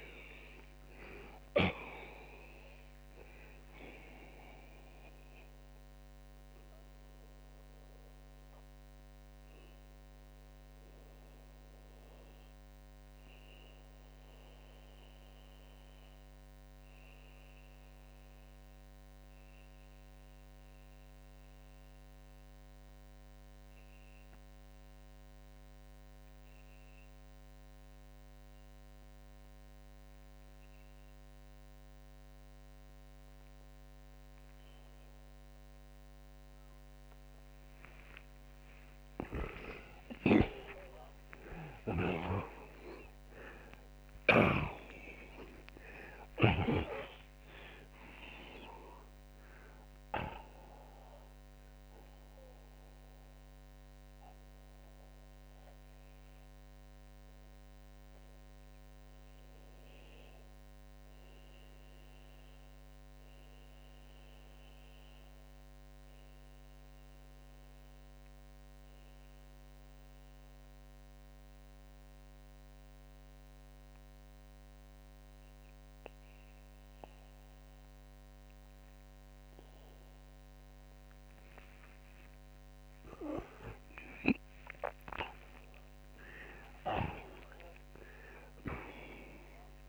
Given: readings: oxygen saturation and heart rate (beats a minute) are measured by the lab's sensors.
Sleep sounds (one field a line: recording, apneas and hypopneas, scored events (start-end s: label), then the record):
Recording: breathing in sleep by a microphone on the trachea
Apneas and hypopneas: 2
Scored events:
0.00-16.00 s: oxygen desaturation (device-marked, oxygen 86% lowest)
6.50-38.50 s: mixed apnea (oxygen 93% before, 75% lowest)
21.00-35.00 s: oxygen desaturation (device-marked, oxygen 87% before, 75% lowest)
34.00-89.89 s: new sleep stage, N2 (light sleep)
40.00-44.50 s: arousal
54.50-83.00 s: mixed apnea (oxygen 93% before, 76% lowest)
71.00-87.00 s: oxygen desaturation (device-marked, oxygen 88% before, 76% lowest)
84.50-88.50 s: arousal
From the record:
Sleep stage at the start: REM sleep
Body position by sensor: on the back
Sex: male